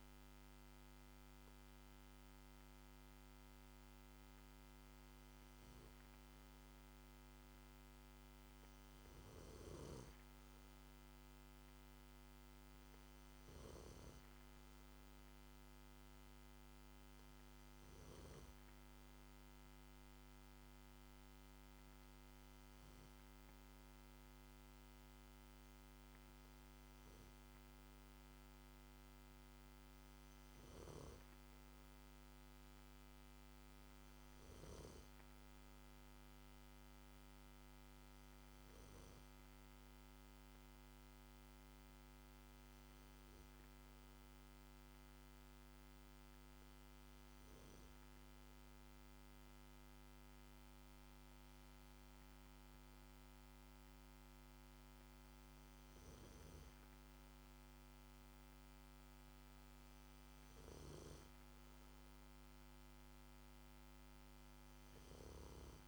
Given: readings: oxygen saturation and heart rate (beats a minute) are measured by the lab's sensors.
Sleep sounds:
breathing in sleep, hard to hear, by a microphone on the trachea; none
none scored
From the record:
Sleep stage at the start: N2 (light sleep); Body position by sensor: on the back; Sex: male

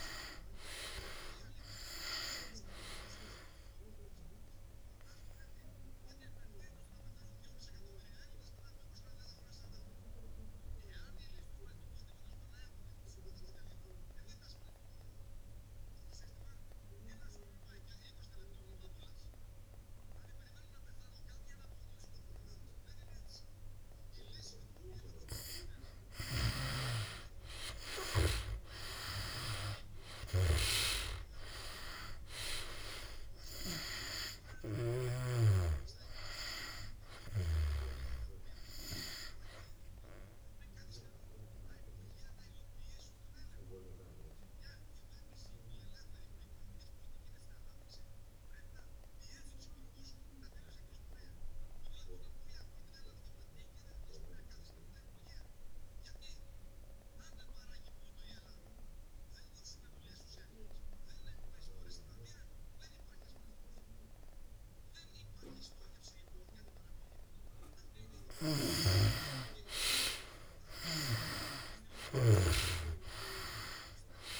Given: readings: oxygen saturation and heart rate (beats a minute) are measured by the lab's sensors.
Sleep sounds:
breathing in sleep by a room microphone; 2
0.50-21.50 s: oxygen desaturation (device-marked, oxygen 94% before, 83% lowest, heart rate 70 before, 66 extreme)
5.50-25.00 s: obstructive apnea (oxygen 94% before, 83% lowest, heart rate 72 before, 66 extreme, up 5 after)
27.50-31.00 s: arousal
31.50-56.50 s: oxygen desaturation (device-marked, oxygen 98% before, 83% lowest, heart rate 67 before, 67 extreme)
40.50-67.50 s: obstructive apnea (oxygen 98% before, 83% lowest, heart rate 71 before, 67 extreme, up 5 after)
63.50-74.39 s: oxygen desaturation (device-marked, oxygen 99% before, 83% lowest, heart rate 68 before, 65 extreme)
69.00-73.00 s: snoring (device-marked)
71.00-74.39 s: arousal
From the record:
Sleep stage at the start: N2 (light sleep); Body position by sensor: on the back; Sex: male

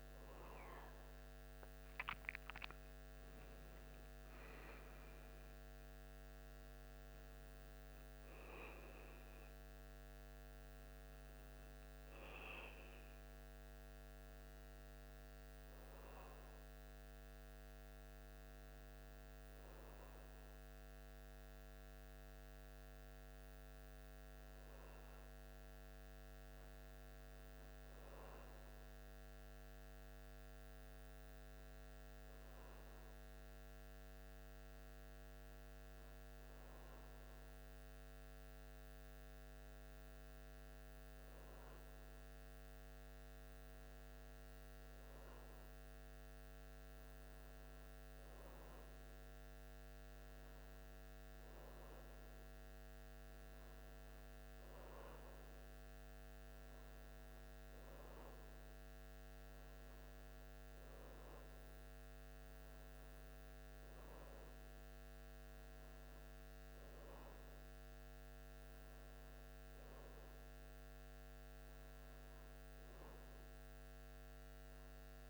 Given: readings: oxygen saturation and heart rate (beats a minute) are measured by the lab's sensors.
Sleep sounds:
breathing in sleep, hard to hear, by a microphone on the trachea; none
none scored
From the record:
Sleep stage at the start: N1 (lightest sleep); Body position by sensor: on the back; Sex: male

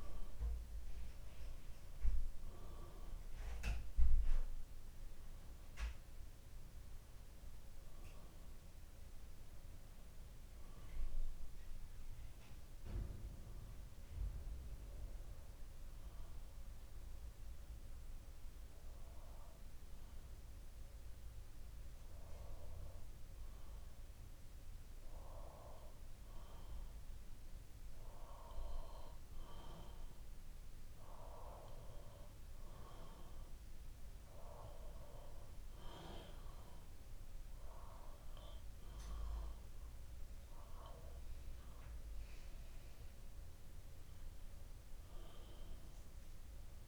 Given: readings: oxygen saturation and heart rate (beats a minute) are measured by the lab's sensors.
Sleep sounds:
breathing in sleep by a room microphone; 1
3.00-8.00 s: arousal
12.50-28.50 s: obstructive apnea (oxygen 95% before, 93% lowest, heart rate 66 before, 59 extreme, up 5 after)
31.50-36.00 s: arousal
From the record:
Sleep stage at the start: N2 (light sleep); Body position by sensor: on the back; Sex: male

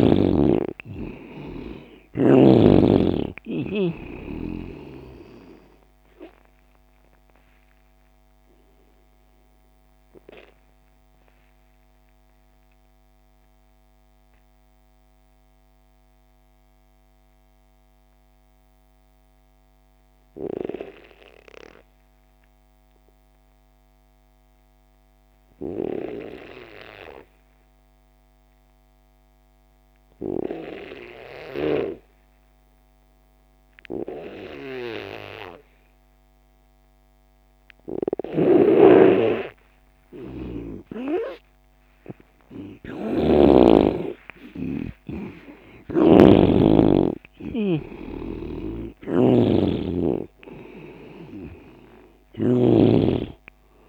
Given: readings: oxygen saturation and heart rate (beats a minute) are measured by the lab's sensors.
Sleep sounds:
breathing in sleep by a microphone on the trachea; 1
0.00-2.00 s: arousal
0.00-2.50 s: snoring (device-marked)
0.00-24.50 s: oxygen desaturation (device-marked, oxygen 89% lowest)
9.50-40.50 s: mixed apnea (oxygen 97% before, 88% lowest)
34.50-53.89 s: oxygen desaturation (device-marked, oxygen 98% before, 88% lowest)
38.00-46.00 s: snoring (device-marked)
42.50-45.50 s: arousal
48.00-52.50 s: snoring (device-marked)
From the record:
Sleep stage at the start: N2 (light sleep); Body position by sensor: on the left side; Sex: male

